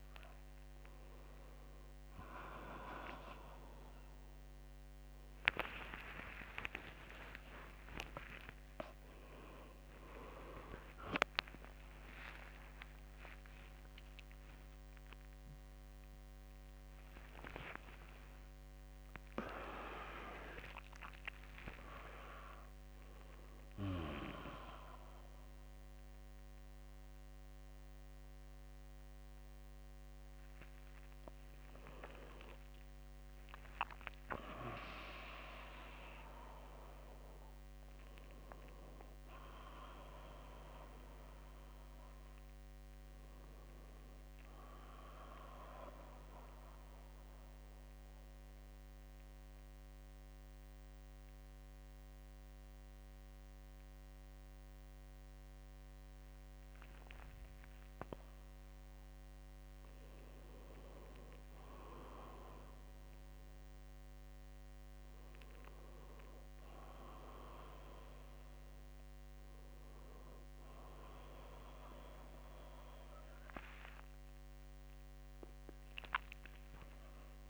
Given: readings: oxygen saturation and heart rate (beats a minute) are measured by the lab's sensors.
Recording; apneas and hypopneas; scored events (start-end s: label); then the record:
a person partly awake in a sleep study, by a microphone on the trachea; 1
6.00-8.00 s: long interval between heartbeats (device-marked, heart rate 65 before, 72 extreme)
11.50-13.50 s: long interval between heartbeats (device-marked, heart rate 70 before, 99 extreme)
14.50-16.50 s: long interval between heartbeats (device-marked, heart rate 77 before, 149 extreme)
17.00-19.00 s: long interval between heartbeats (device-marked, heart rate 87 before, 180 extreme)
19.50-77.49 s: new sleep stage, N1 (lightest sleep)
47.50-59.00 s: mixed apnea (oxygen 100% before, 96% lowest, heart rate 72 before, 66 extreme, up 1 after)
60.50-63.50 s: arousal
From the record:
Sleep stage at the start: awake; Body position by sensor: on the right side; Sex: male